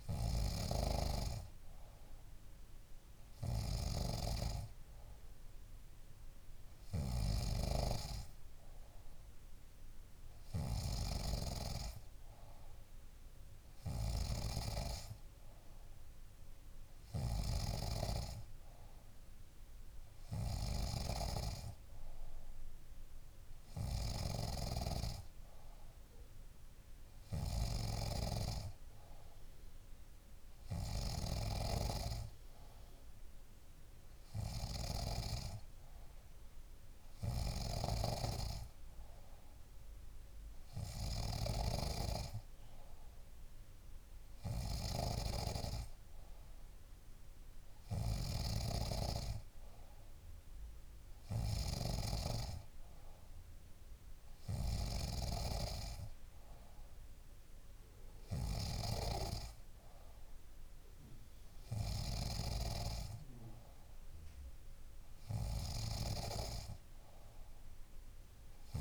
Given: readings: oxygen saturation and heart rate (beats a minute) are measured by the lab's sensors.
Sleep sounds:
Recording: breathing in sleep by a room microphone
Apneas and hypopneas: none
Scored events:
48.00-52.00 s: snoring (device-marked)
From the record:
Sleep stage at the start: N3 (deep sleep)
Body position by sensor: on the back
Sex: female

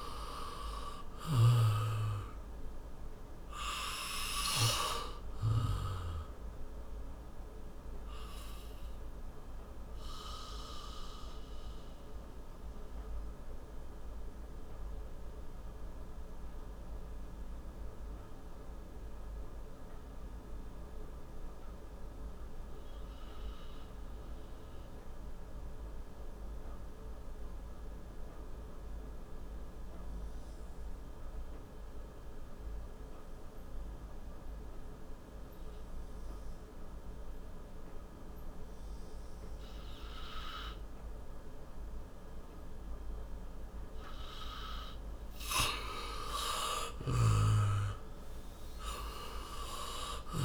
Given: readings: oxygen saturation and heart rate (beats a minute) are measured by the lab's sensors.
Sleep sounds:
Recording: breathing in sleep by a room microphone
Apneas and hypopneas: 1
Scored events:
0.00-2.50 s: arousal
0.00-29.50 s: oxygen desaturation (device-marked, oxygen 85% lowest, heart rate 57 extreme)
10.00-44.00 s: obstructive apnea (oxygen 97% before, 85% lowest, heart rate 69 before, 57 extreme, up 21 after)
45.50-50.45 s: oxygen desaturation (device-marked, oxygen 97% before, 92% lowest, heart rate 61 before, 57 extreme)
47.00-50.45 s: arousal
From the record:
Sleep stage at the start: N2 (light sleep)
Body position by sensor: on the back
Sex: male

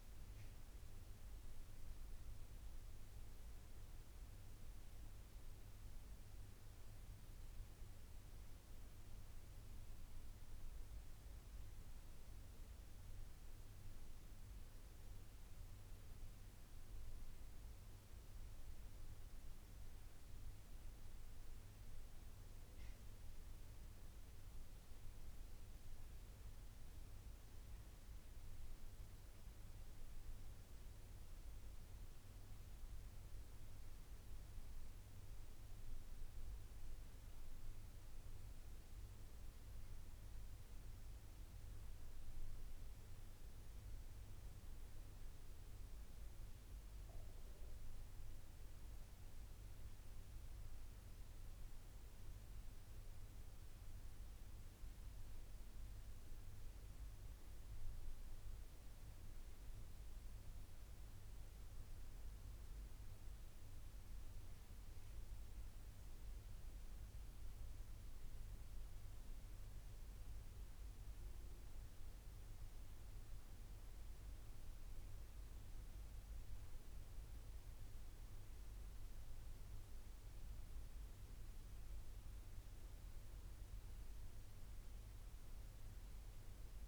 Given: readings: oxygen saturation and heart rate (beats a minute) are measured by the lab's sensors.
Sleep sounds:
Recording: breathing in sleep, hard to hear, by a room microphone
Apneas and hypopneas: none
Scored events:
none scored
From the record:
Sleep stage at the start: N1 (lightest sleep)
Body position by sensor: on the right side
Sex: male

